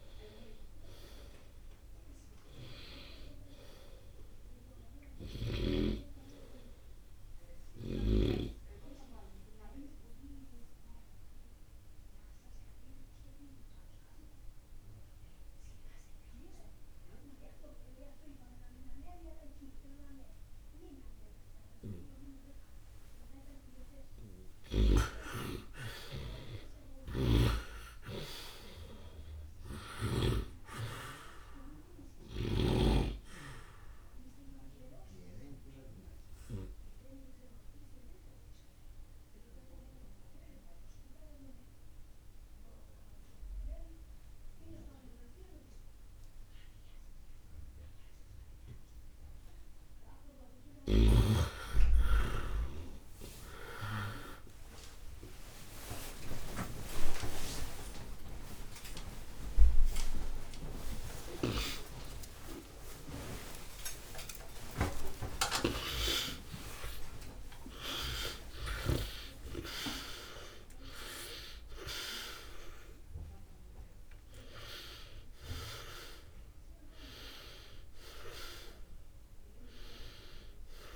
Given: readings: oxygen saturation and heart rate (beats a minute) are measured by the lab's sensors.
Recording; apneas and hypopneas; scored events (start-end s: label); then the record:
a person partly awake in a sleep study, by a room microphone; 2
0.00-22.50 s: oxygen desaturation (device-marked, oxygen 67% lowest, heart rate 70 extreme)
5.00-8.50 s: snoring (device-marked)
8.50-23.50 s: obstructive apnea (oxygen 96% before, 67% lowest, heart rate 66 before, 70 extreme, up 0 after)
26.50-31.50 s: arousal
27.00-30.50 s: snoring (device-marked)
35.00-51.50 s: obstructive apnea (oxygen 99% before, 83% lowest, heart rate 72 before, 66 extreme)
38.50-51.50 s: oxygen desaturation (device-marked, oxygen 98% before, 83% lowest, heart rate 72 before, 66 extreme)
49.50-79.50 s: new sleep stage, awake
55.50-57.50 s: long interval between heartbeats (device-marked, heart rate 74 before, 97 extreme)
57.50-59.50 s: long interval between heartbeats (device-marked, heart rate 77 before, 137 extreme)
59.50-61.50 s: long interval between heartbeats (device-marked, heart rate 84 before, 166 extreme)
61.00-66.00 s: snoring (device-marked)
62.50-64.50 s: long interval between heartbeats (device-marked, heart rate 99 before, 196 extreme)
65.00-67.00 s: long interval between heartbeats (device-marked, heart rate 112 before, 190 extreme)
70.50-77.50 s: oxygen desaturation (device-marked, oxygen 96% before, 88% lowest, heart rate 138 before, 65 extreme)
79.50-80.96 s: new sleep stage, N2 (light sleep)
From the record:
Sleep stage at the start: N2 (light sleep); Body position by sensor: on the right side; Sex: male